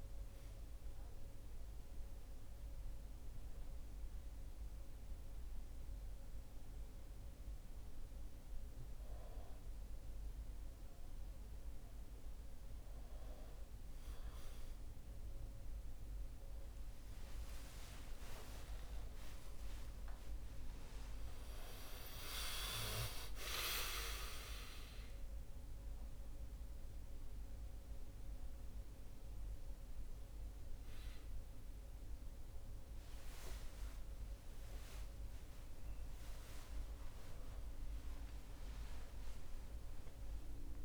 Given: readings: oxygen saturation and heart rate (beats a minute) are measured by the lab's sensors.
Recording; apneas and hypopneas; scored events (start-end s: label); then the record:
a person awake in a sleep study, by a room microphone; none
none scored
From the record:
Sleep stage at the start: awake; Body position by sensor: on the back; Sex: male